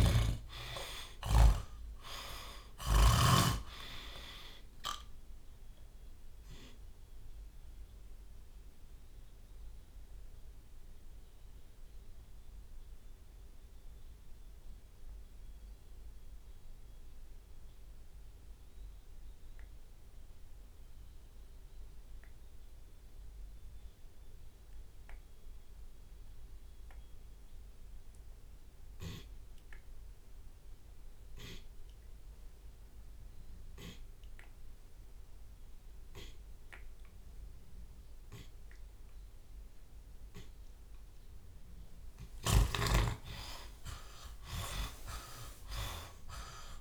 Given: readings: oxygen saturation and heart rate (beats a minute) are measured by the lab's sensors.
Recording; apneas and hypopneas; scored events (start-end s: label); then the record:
breathing in sleep by a room microphone; 1
0.00-2.00 s: arousal
0.00-3.00 s: snoring (device-marked)
10.00-27.50 s: obstructive apnea (oxygen 98% before, 70% lowest)
11.50-13.50 s: long interval between heartbeats (device-marked)
21.50-34.50 s: oxygen desaturation (device-marked, oxygen 94% before, 77% lowest)
27.50-29.50 s: long interval between heartbeats (device-marked)
30.50-46.50 s: drop in pulse transit time (device-marked)
40.50-46.50 s: arousal
From the record:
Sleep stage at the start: N2 (light sleep); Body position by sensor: on the back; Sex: male